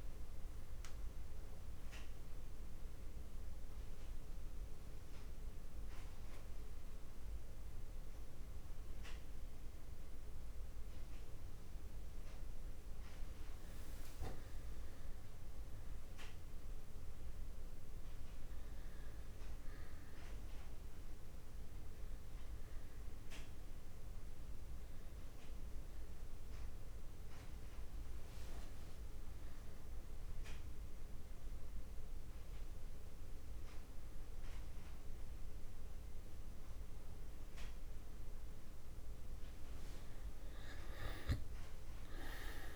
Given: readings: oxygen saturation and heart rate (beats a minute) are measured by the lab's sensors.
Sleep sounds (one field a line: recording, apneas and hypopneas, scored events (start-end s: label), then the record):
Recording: breathing in sleep by a room microphone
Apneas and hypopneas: 1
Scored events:
2.50-13.00 s: obstructive apnea (oxygen 98% before, 96% lowest)
15.00-19.00 s: arousal
From the record:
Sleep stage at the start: N2 (light sleep)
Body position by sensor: on the back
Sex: male